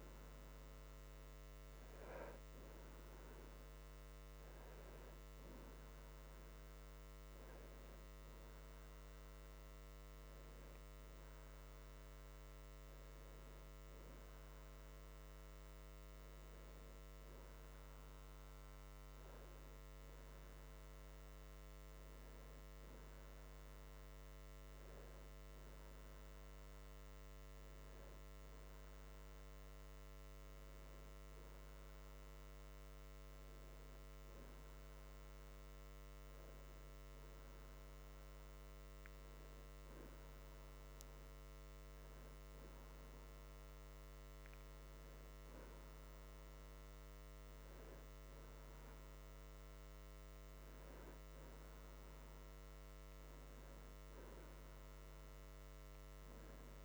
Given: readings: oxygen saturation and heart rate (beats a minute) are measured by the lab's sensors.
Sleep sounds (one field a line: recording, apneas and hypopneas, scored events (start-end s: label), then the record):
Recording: breathing in sleep, hard to hear, by a microphone on the trachea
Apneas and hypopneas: none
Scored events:
none scored
From the record:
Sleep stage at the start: N2 (light sleep)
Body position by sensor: on the right side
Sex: male